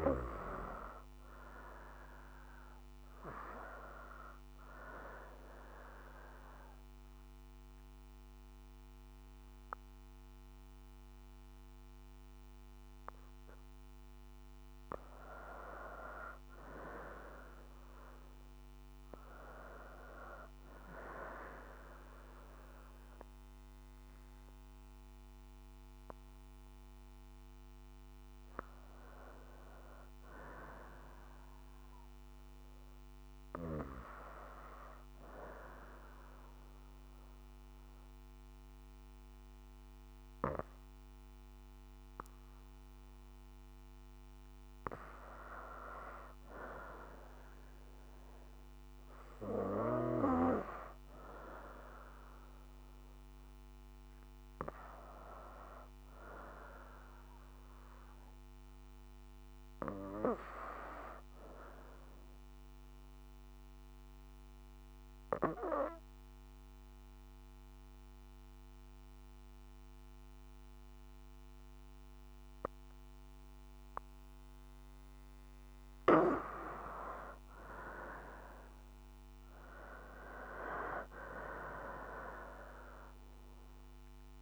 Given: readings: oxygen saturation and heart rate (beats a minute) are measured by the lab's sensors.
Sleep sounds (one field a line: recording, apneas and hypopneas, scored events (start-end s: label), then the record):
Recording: breathing in sleep by a microphone on the trachea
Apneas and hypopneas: 3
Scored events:
0.00-3.00 s: arousal
5.00-12.00 s: oxygen desaturation (device-marked, oxygen 94% before, 89% lowest, heart rate 61 before, 59 extreme)
5.00-15.00 s: obstructive apnea (oxygen 94% before, 87% lowest, heart rate 61 before, 59 extreme, up 1 after)
18.00-22.50 s: arousal
24.00-38.00 s: oxygen desaturation (device-marked, oxygen 93% before, 87% lowest, heart rate 61 before, 58 extreme)
35.00-45.00 s: obstructive apnea (oxygen 93% before, 81% lowest, heart rate 60 before, 58 extreme, up 3 after)
48.00-52.50 s: arousal
56.00-66.00 s: oxygen desaturation (device-marked, oxygen 93% before, 88% lowest, heart rate 60 before, 61 extreme)
63.50-75.00 s: obstructive apnea (oxygen 94% before, 81% lowest, heart rate 61 before, 58 extreme, up 4 after)
77.00-81.50 s: arousal
81.00-84.42 s: oxygen desaturation (device-marked, oxygen 92% before, 81% lowest, heart rate 62 before, 58 extreme)
From the record:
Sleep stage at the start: N2 (light sleep)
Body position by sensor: on the back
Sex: female